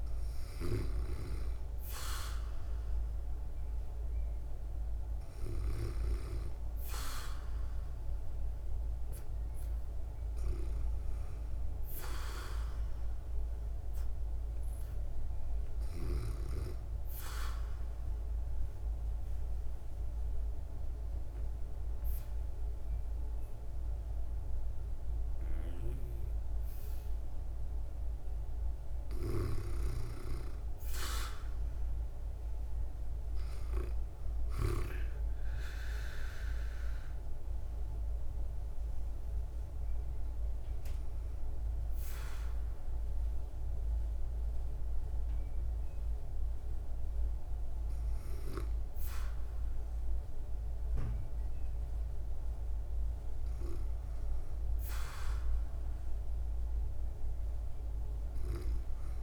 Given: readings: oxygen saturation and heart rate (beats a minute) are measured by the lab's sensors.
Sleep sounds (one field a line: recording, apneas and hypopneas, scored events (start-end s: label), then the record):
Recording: breathing in sleep by a room microphone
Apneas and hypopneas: 2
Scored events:
9.50-13.00 s: arousal
15.50-28.00 s: obstructive apnea (oxygen 97% before, 92% lowest, heart rate 61 before, 54 extreme, up 6 after)
29.50-34.50 s: arousal
34.50-57.50 s: oxygen desaturation (device-marked, oxygen 96% before, 92% lowest, heart rate 59 before, 54 extreme)
39.00-53.00 s: hypopnea (oxygen 96% before, 92% lowest, heart rate 60 before, 54 extreme, up 7 after)
From the record:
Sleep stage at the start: N2 (light sleep)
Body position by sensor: on the back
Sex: female